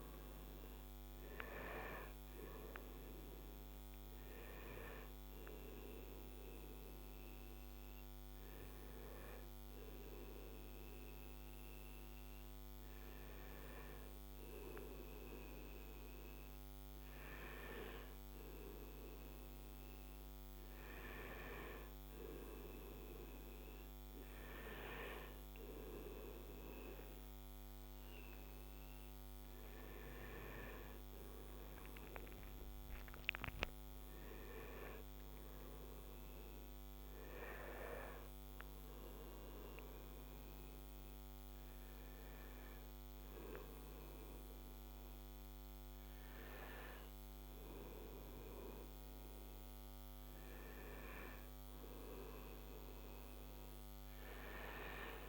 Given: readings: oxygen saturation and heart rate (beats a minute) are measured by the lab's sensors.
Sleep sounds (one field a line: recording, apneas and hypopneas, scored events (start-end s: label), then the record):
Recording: breathing in sleep by a microphone on the trachea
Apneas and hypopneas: 2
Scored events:
0.00-16.00 s: oxygen desaturation (device-marked, oxygen 91% lowest, heart rate 78 extreme)
6.50-19.50 s: hypopnea (oxygen 96% before, 91% lowest, heart rate 85 before, 78 extreme)
26.50-32.00 s: arousal
39.50-49.50 s: hypopnea (oxygen 94% before, 87% lowest, heart rate 83 before, 79 extreme, up 0 after)
51.50-54.50 s: arousal
From the record:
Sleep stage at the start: N2 (light sleep)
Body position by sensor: on the right side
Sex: male